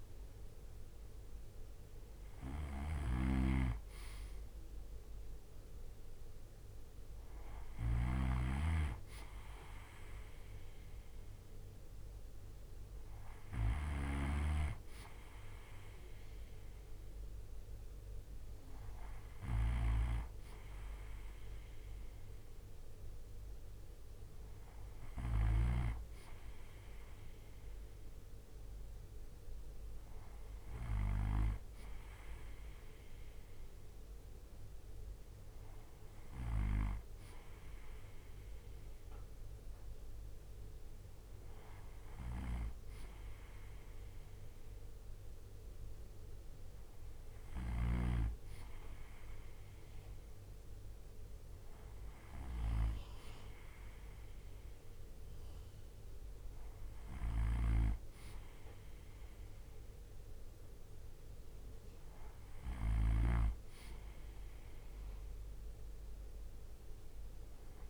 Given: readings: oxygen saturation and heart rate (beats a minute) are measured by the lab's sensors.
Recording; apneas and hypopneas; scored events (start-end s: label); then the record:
breathing in sleep by a room microphone; none
0.00-25.00 s: snoring (device-marked)
41.50-62.50 s: snoring (device-marked)
From the record:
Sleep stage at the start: N2 (light sleep); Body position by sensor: on the right side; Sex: male